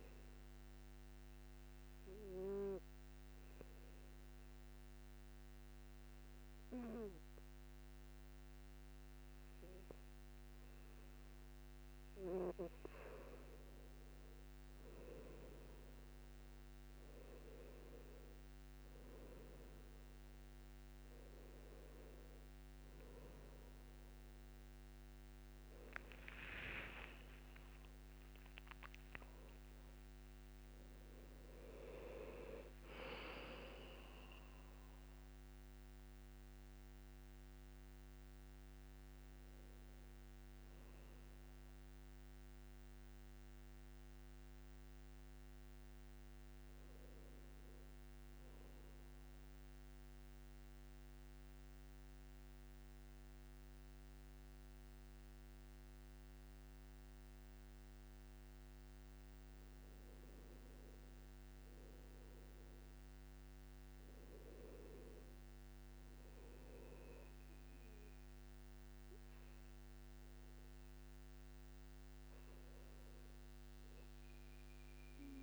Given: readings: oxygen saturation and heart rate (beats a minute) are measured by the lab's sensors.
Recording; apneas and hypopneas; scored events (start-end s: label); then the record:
breathing in sleep by a microphone on the trachea; 2
1.00-13.00 s: obstructive apnea (oxygen 96% before, 93% lowest, heart rate 57 before, 54 extreme, up 9 after)
19.00-35.00 s: oxygen desaturation (device-marked, oxygen 96% before, 93% lowest, heart rate 58 before, 57 extreme)
26.50-28.50 s: long interval between heartbeats (device-marked, heart rate 60 before, 67 extreme)
27.00-31.50 s: arousal
49.50-60.50 s: central apnea (oxygen 97% before, 93% lowest, heart rate 70 before, 57 extreme, up 6 after)
62.50-66.00 s: arousal
69.00-75.43 s: oxygen desaturation (device-marked, oxygen 99% before, 93% lowest, heart rate 60 before, 53 extreme)
From the record:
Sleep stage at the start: N2 (light sleep); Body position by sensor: on the back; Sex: male